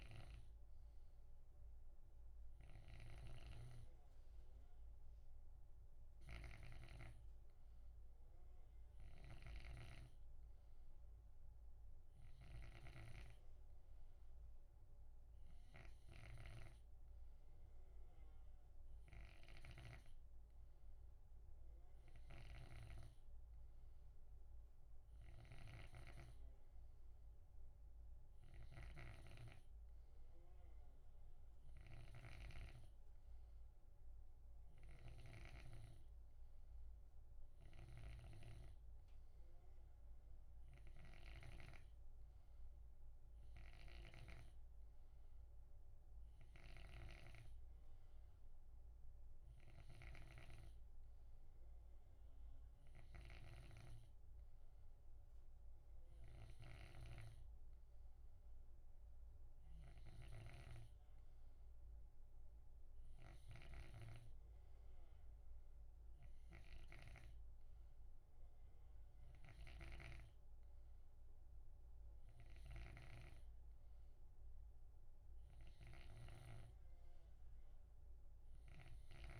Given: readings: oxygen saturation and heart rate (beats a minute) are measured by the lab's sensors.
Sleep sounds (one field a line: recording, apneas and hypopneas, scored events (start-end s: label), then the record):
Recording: breathing in sleep by a room microphone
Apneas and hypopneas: none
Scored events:
0.00-7.00 s: snoring (device-marked)
9.00-35.50 s: snoring (device-marked)
37.50-41.50 s: snoring (device-marked)
43.50-79.40 s: snoring (device-marked)
From the record:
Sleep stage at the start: N2 (light sleep)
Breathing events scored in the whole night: 122 in 4.2 hours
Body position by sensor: on the left side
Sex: male